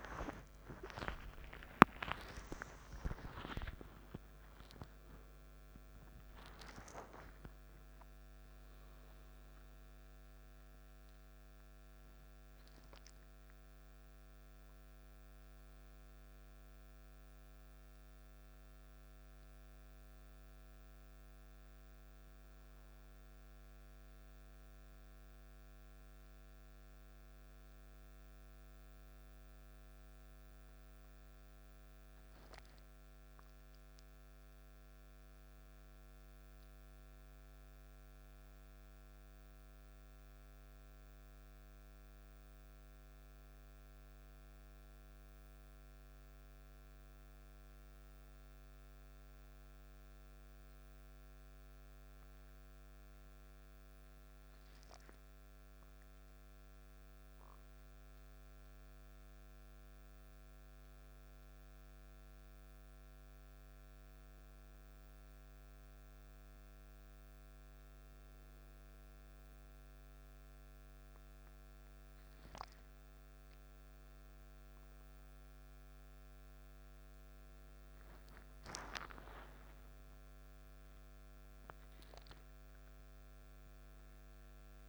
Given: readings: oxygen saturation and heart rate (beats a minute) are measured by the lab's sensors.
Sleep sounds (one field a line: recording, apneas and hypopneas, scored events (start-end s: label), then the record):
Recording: a person partly awake in a sleep study, by a microphone on the trachea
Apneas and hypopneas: 1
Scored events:
34.50-84.89 s: new sleep stage, N1 (lightest sleep)
48.00-59.00 s: hypopnea (oxygen 99% before, 95% lowest, heart rate 58 before, 54 extreme, up 2 after)
61.00-65.00 s: arousal
From the record:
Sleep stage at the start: awake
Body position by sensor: on the back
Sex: male